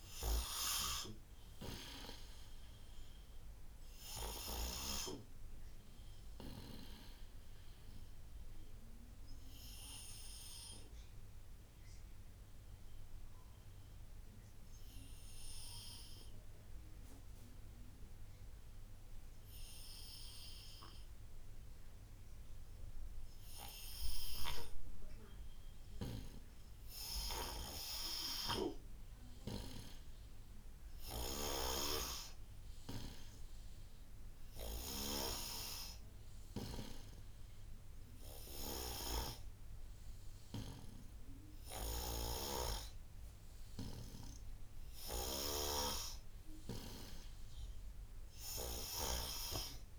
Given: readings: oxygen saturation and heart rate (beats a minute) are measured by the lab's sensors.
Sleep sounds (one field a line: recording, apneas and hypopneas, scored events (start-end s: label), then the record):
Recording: breathing in sleep by a room microphone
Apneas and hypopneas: 1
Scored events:
0.00-23.00 s: oxygen desaturation (device-marked, oxygen 84% lowest, heart rate 60 extreme)
9.50-25.50 s: obstructive apnea (oxygen 93% before, 84% lowest, heart rate 72 before, 60 extreme, up 12 after)
27.50-31.50 s: arousal
33.00-49.99 s: oxygen desaturation (device-marked, oxygen 96% before, 85% lowest, heart rate 74 before, 61 extreme)
42.00-45.50 s: snoring (device-marked)
From the record:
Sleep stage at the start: N2 (light sleep)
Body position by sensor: on the right side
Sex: male